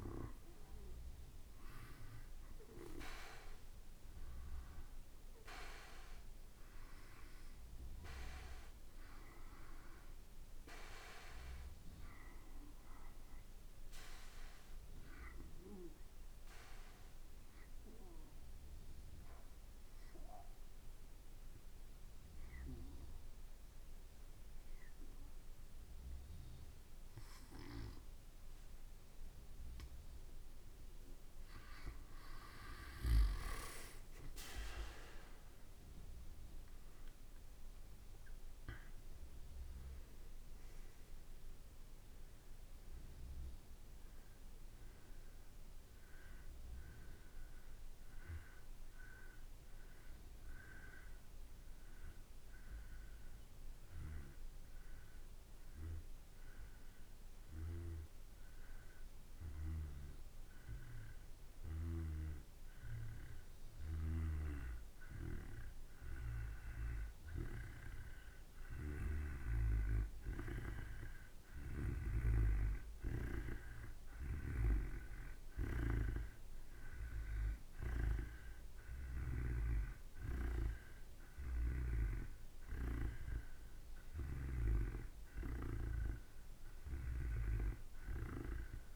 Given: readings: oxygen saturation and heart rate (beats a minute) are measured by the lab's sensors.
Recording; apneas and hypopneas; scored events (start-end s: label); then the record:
breathing in sleep by a room microphone; 2
0.00-1.50 s: arousal
17.00-30.50 s: obstructive apnea (oxygen 95% before, 90% lowest, heart rate 54 before, 52 extreme, up 5 after)
33.50-37.50 s: arousal
43.50-58.50 s: oxygen desaturation (device-marked, oxygen 94% before, 90% lowest, heart rate 55 before, 52 extreme)
49.50-64.50 s: hypopnea (oxygen 94% before, 90% lowest, heart rate 56 before, 52 extreme, up 3 after)
66.50-70.00 s: arousal
69.50-88.50 s: oxygen desaturation (device-marked, oxygen 96% before, 91% lowest, heart rate 53 before, 54 extreme)
From the record:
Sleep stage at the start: N2 (light sleep); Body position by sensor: on the back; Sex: male